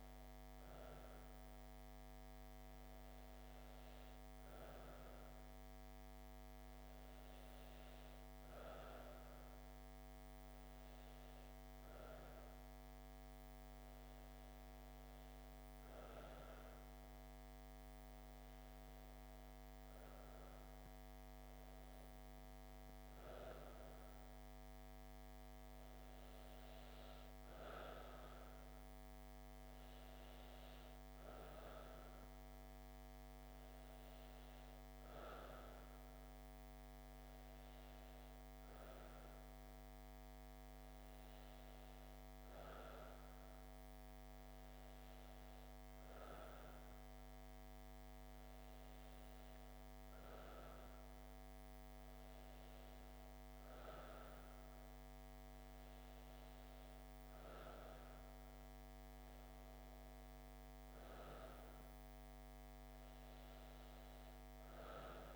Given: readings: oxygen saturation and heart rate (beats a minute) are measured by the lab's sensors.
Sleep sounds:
breathing in sleep, hard to hear, by a microphone on the trachea; none
none scored
From the record:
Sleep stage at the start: N2 (light sleep); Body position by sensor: on the back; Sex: female

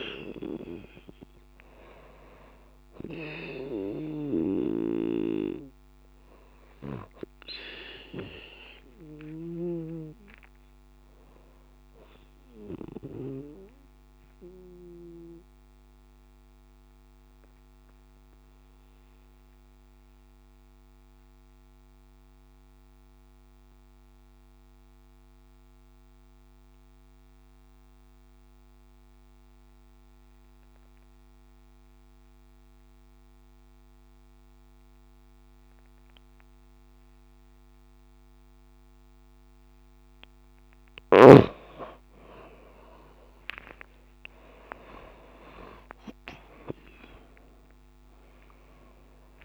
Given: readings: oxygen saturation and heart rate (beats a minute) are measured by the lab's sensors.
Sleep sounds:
breathing in sleep by a microphone on the trachea; 1
3.50-9.50 s: snoring (device-marked)
3.50-27.50 s: oxygen desaturation (device-marked, oxygen 96% before, 92% lowest)
13.50-39.50 s: obstructive apnea (oxygen 96% before, 91% lowest)
33.50-35.50 s: long interval between heartbeats (device-marked)
40.50-49.45 s: oxygen desaturation (device-marked, oxygen 97% before, 91% lowest)
43.00-45.00 s: long interval between heartbeats (device-marked)
45.00-49.45 s: arousal
From the record:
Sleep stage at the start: N2 (light sleep); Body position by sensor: on the back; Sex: female

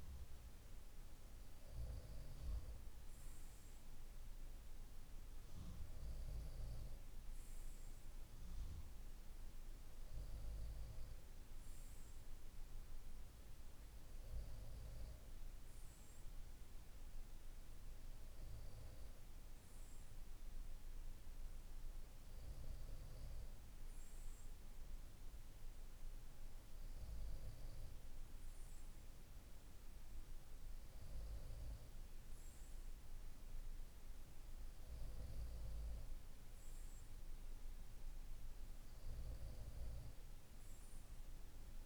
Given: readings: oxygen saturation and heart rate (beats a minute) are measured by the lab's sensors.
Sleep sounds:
breathing in sleep, hard to hear, by a room microphone; none
none scored
From the record:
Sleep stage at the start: N2 (light sleep); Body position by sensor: on the right side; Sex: male

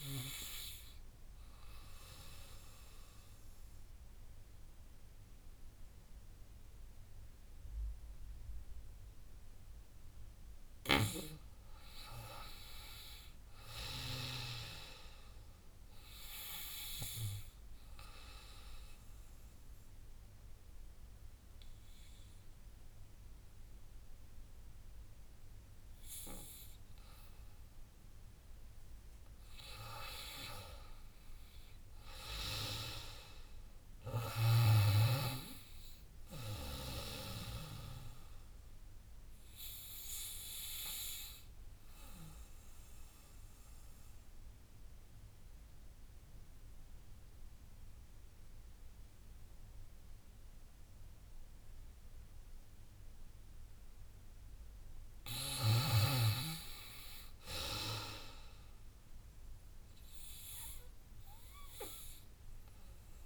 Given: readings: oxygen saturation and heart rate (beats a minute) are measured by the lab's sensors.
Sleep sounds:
breathing in sleep by a room microphone; 3
0.50-10.50 s: obstructive apnea (oxygen 99% before, 94% lowest, heart rate 79 before, 77 extreme, up 7 after)
10.50-14.00 s: snoring (device-marked)
12.50-15.00 s: arousal
18.50-28.50 s: obstructive apnea (oxygen 98% before, 94% lowest, heart rate 82 before, 76 extreme, up 10 after)
30.50-34.00 s: arousal
31.00-41.00 s: drop in pulse transit time (device-marked, heart rate 81 before, 82 extreme)
43.50-54.00 s: obstructive apnea (oxygen 98% before, 87% lowest, heart rate 82 before, 70 extreme, up 11 after)
56.00-59.00 s: arousal
From the record:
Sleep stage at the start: N2 (light sleep); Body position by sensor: on the back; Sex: female

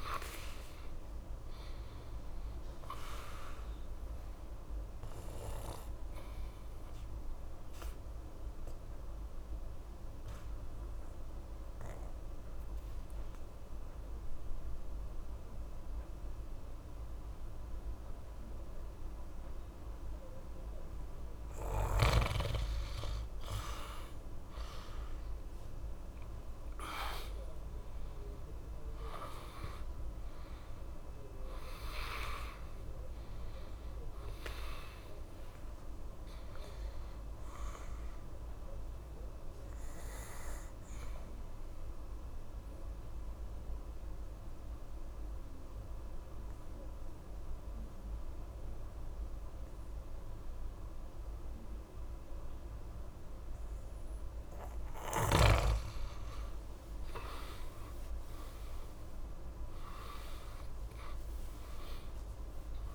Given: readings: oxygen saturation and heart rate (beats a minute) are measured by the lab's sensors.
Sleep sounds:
breathing in sleep by a room microphone; 2
2.50-15.50 s: oxygen desaturation (device-marked, oxygen 97% before, 92% lowest, heart rate 66 before, 65 extreme)
3.50-22.00 s: obstructive apnea (oxygen 97% before, 85% lowest, heart rate 66 before, 65 extreme, up 1 after)
23.50-48.50 s: oxygen desaturation (device-marked, oxygen 95% before, 85% lowest, heart rate 68 before, 64 extreme)
25.50-29.50 s: arousal
39.00-56.50 s: obstructive apnea (oxygen 95% before, 85% lowest, heart rate 67 before, 64 extreme, up 14 after)
58.00-62.94 s: arousal
58.50-62.94 s: oxygen desaturation (device-marked, oxygen 97% before, 87% lowest, heart rate 66 before, 64 extreme)
From the record:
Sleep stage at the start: N2 (light sleep); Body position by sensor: on the back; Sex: male

